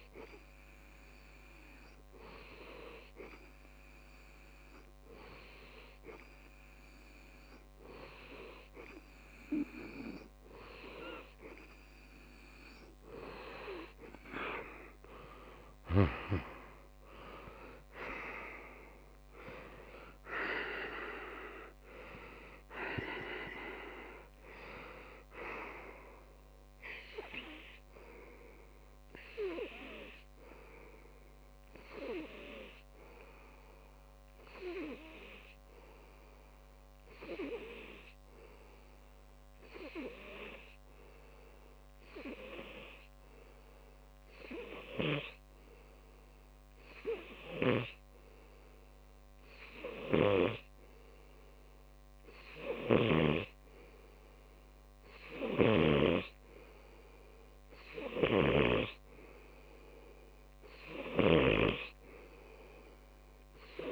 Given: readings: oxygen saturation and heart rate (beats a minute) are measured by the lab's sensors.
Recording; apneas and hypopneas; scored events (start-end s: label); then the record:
breathing in sleep by a microphone on the trachea; 1
14.50-18.00 s: arousal
33.00-56.50 s: hypopnea (oxygen 95% before, 94% lowest)
58.00-61.00 s: arousal
From the record:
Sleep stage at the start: N2 (light sleep); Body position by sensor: on the back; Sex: male